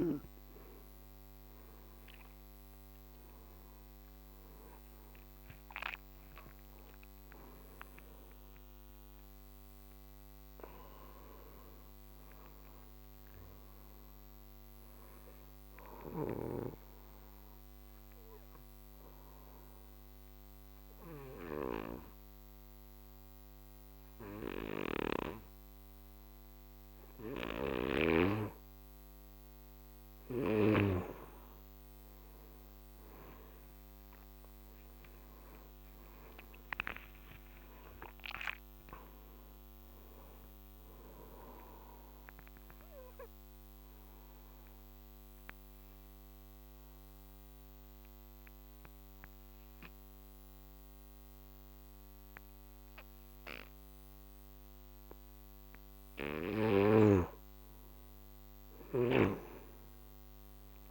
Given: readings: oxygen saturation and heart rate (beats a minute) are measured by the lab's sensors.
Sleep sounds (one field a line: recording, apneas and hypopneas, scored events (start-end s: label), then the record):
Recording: breathing in sleep by a microphone on the trachea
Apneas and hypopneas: 2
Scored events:
4.50-23.50 s: oxygen desaturation (device-marked, oxygen 97% before, 87% lowest, heart rate 61 before, 47 extreme)
9.00-12.50 s: arousal
16.50-30.00 s: obstructive apnea (oxygen 98% before, 87% lowest, heart rate 72 before, 47 extreme, up 42 after)
32.00-36.00 s: arousal
39.50-56.50 s: oxygen desaturation (device-marked, oxygen 98% before, 87% lowest, heart rate 69 before, 46 extreme)
42.50-56.00 s: obstructive apnea (oxygen 98% before, 87% lowest, heart rate 72 before, 46 extreme, up 23 after)
58.00-60.50 s: arousal
From the record:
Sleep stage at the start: N2 (light sleep)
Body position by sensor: on the back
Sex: male